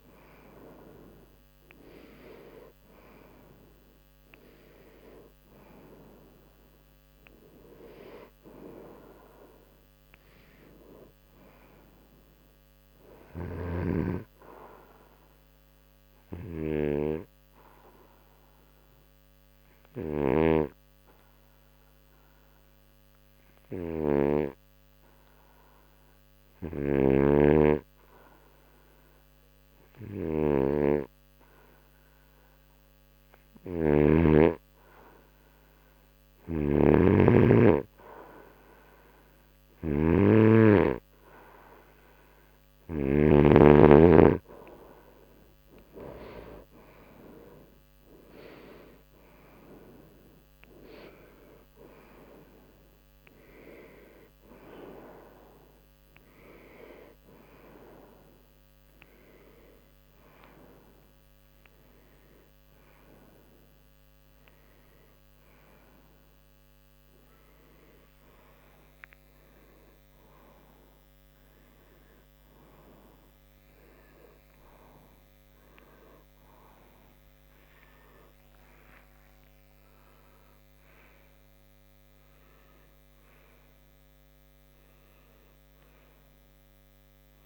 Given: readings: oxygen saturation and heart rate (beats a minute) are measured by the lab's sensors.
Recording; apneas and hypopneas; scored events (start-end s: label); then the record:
a person partly awake in a sleep study, by a microphone on the trachea; 1
15.50-32.50 s: hypopnea (oxygen 93% before, 90% lowest, heart rate 85 before, 70 extreme, up 1 after)
34.00-38.00 s: arousal
47.00-60.00 s: oxygen desaturation (device-marked, oxygen 96% before, 92% lowest, heart rate 72 before, 84 extreme)
64.00-87.46 s: new sleep stage, awake
69.00-71.00 s: long interval between heartbeats (device-marked, heart rate 86 before, 97 extreme)
76.00-78.00 s: long interval between heartbeats (device-marked, heart rate 91 before, 98 extreme)
From the record:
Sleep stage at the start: N2 (light sleep); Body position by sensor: on the right side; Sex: male